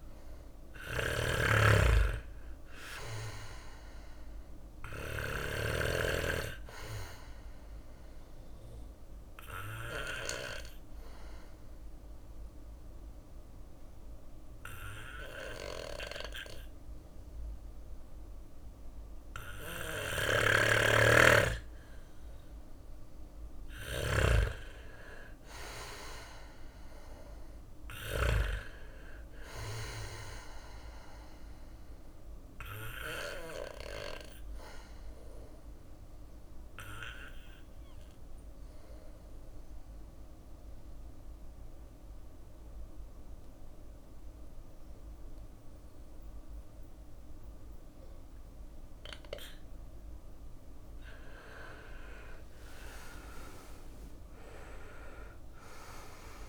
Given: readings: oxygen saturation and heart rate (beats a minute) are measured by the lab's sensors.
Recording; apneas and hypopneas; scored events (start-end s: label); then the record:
breathing in sleep by a room microphone; 2
0.00-4.00 s: snoring (device-marked)
3.50-12.50 s: bradycardia (device-marked, heart rate 60 before, 58 extreme)
3.50-20.50 s: oxygen desaturation (device-marked, oxygen 98% before, 93% lowest, heart rate 58 before, 57 extreme)
5.00-21.00 s: obstructive apnea (oxygen 99% before, 91% lowest, heart rate 59 before, 57 extreme, up 4 after)
18.50-27.00 s: snoring (device-marked)
22.50-26.00 s: arousal
27.50-48.50 s: bradycardia (device-marked, heart rate 60 before, 57 extreme)
31.00-48.00 s: obstructive apnea (oxygen 98% before, 91% lowest, heart rate 60 before, 57 extreme, up 5 after)
49.50-53.00 s: arousal
51.50-56.49 s: drop in pulse transit time (device-marked, heart rate 58 before, 58 extreme)
From the record:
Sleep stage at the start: N2 (light sleep); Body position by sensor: on the back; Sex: male